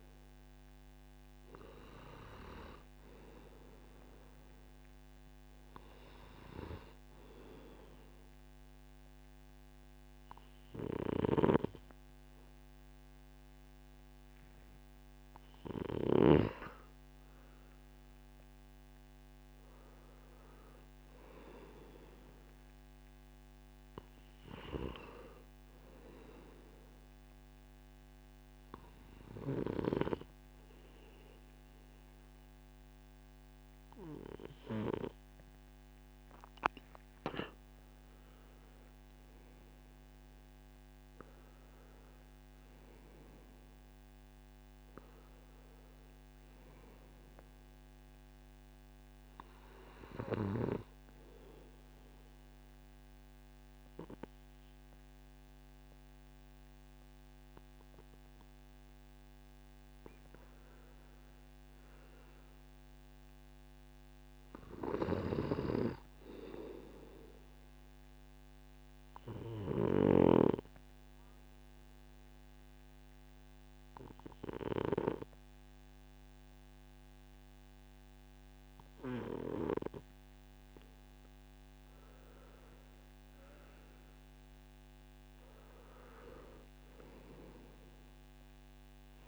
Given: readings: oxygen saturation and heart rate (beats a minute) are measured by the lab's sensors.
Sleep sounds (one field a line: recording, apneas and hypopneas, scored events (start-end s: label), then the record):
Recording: breathing in sleep by a microphone on the trachea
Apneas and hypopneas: 2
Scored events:
26.50-37.00 s: obstructive apnea (oxygen 95% before, 94% lowest, heart rate 48 before, 30 extreme, up 30 after)
38.50-43.00 s: arousal
69.00-80.50 s: obstructive apnea (oxygen 96% before, 93% lowest)
82.50-86.50 s: arousal
From the record:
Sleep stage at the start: N2 (light sleep)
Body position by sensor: on the right side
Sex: male